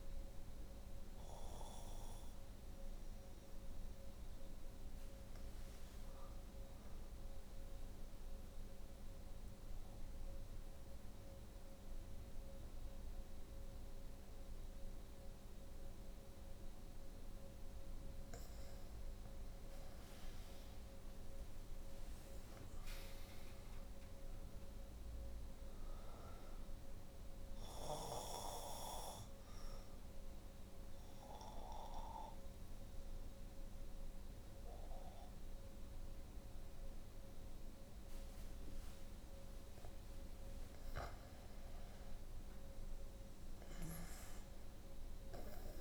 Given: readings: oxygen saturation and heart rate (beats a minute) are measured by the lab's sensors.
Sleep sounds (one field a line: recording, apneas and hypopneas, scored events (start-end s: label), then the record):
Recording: breathing in sleep by a room microphone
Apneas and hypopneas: 2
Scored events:
0.00-11.00 s: oxygen desaturation (device-marked, oxygen 86% lowest, heart rate 59 extreme)
7.00-19.00 s: mixed apnea (oxygen 92% before, 85% lowest, heart rate 67 before, 59 extreme, up 8 after)
20.50-23.50 s: arousal
25.00-45.81 s: oxygen desaturation (device-marked, oxygen 96% before, 86% lowest, heart rate 65 before, 59 extreme)
27.00-39.00 s: obstructive apnea (oxygen 96% before, 81% lowest, heart rate 65 before, 59 extreme, up 7 after)
40.00-43.50 s: arousal
From the record:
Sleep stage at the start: N2 (light sleep)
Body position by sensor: on the back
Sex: female